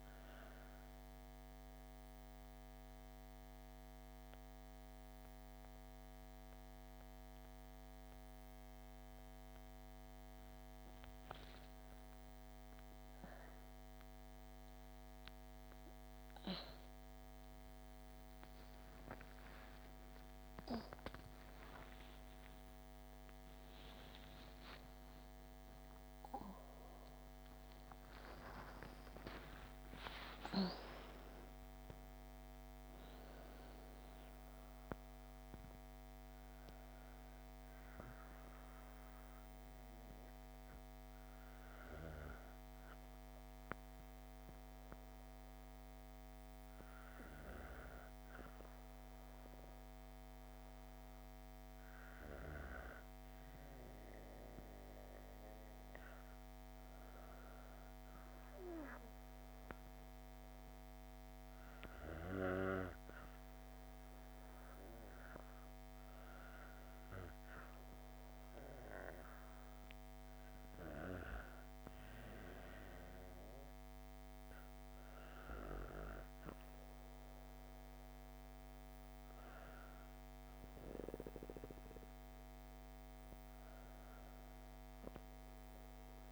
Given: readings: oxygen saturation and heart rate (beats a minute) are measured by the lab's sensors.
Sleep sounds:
breathing in sleep by a microphone on the trachea; 2
0.50-11.50 s: obstructive apnea (oxygen 96% before, 94% lowest, heart rate 66 before, 63 extreme, up 31 after)
12.50-17.00 s: arousal
24.50-30.50 s: arousal
35.50-43.50 s: oxygen desaturation (device-marked, oxygen 97% before, 94% lowest, heart rate 125 before, 53 extreme)
43.00-53.00 s: hypopnea (oxygen 97% before, 94% lowest, heart rate 113 before, 56 extreme, up 9 after)
56.00-60.00 s: arousal
From the record:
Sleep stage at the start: N2 (light sleep); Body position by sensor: on the back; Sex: female

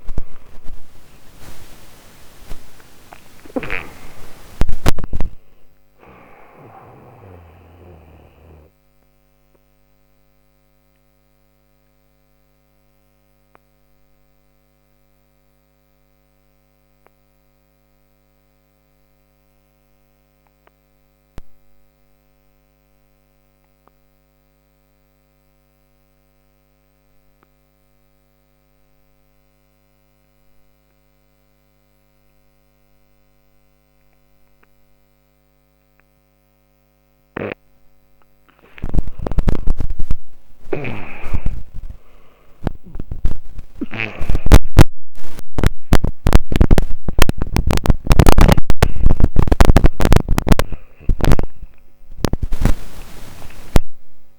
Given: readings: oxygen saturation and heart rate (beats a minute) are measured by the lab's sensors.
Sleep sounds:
breathing in sleep by a microphone on the trachea; 1
0.00-9.50 s: oxygen desaturation (device-marked, oxygen 90% lowest, heart rate 59 extreme)
7.50-34.50 s: obstructive apnea (oxygen 97% before, 88% lowest)
16.50-29.50 s: oxygen desaturation (device-marked, oxygen 92% before, 88% lowest, heart rate 90 before, 60 extreme)
19.50-54.39 s: new sleep stage, N2 (light sleep)
39.00-45.50 s: arousal
41.50-54.39 s: oxygen desaturation (device-marked, oxygen 98% before, 90% lowest)
From the record:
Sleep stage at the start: N1 (lightest sleep); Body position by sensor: on the back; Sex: male

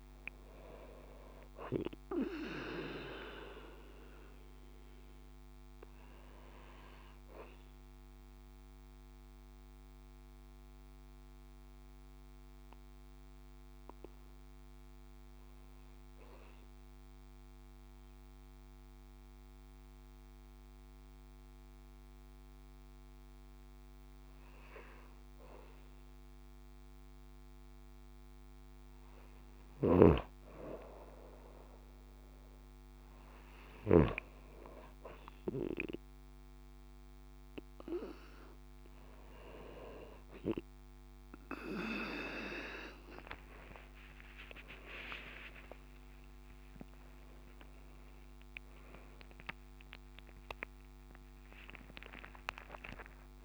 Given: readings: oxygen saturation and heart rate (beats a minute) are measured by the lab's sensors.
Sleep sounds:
breathing in sleep by a microphone on the trachea; 1
0.00-4.00 s: oxygen desaturation (device-marked, oxygen 92% lowest)
9.00-26.00 s: mixed apnea (oxygen 96% before, 93% lowest)
12.50-14.50 s: long interval between heartbeats (device-marked)
15.50-17.50 s: long interval between heartbeats (device-marked)
43.00-45.00 s: long interval between heartbeats (device-marked)
45.00-47.00 s: long interval between heartbeats (device-marked)
49.50-51.50 s: long interval between heartbeats (device-marked)
49.50-53.45 s: arousal
From the record:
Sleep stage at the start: N2 (light sleep); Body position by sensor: on the right side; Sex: female

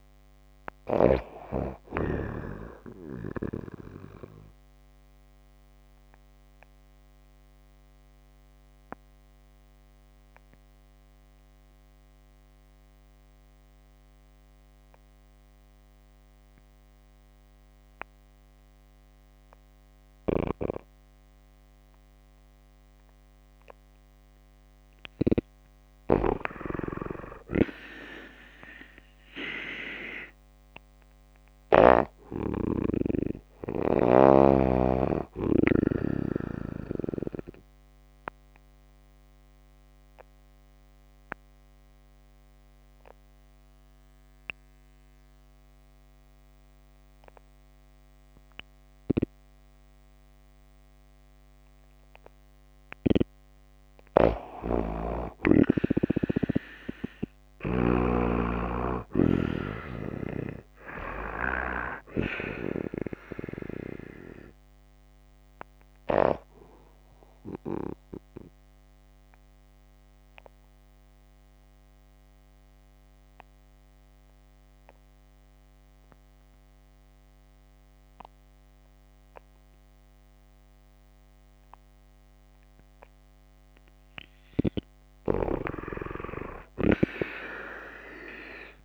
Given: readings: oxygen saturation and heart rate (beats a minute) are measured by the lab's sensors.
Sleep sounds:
breathing in sleep by a microphone on the trachea; 3
0.00-1.50 s: snoring (device-marked)
2.50-23.00 s: obstructive apnea (oxygen 93% before, 89% lowest)
23.50-27.00 s: arousal
26.00-31.50 s: snoring (device-marked)
32.50-42.50 s: oxygen desaturation (device-marked, oxygen 94% before, 89% lowest)
38.00-52.00 s: obstructive apnea (oxygen 94% before, 89% lowest)
53.50-57.50 s: snoring (device-marked)
54.00-58.50 s: arousal
63.50-88.85 s: oxygen desaturation (device-marked, oxygen 96% before, 89% lowest)
67.00-82.50 s: obstructive apnea (oxygen 96% before, 88% lowest)
84.00-88.00 s: arousal
86.00-88.85 s: snoring (device-marked)
From the record:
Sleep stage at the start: N2 (light sleep); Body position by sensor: on the back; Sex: female

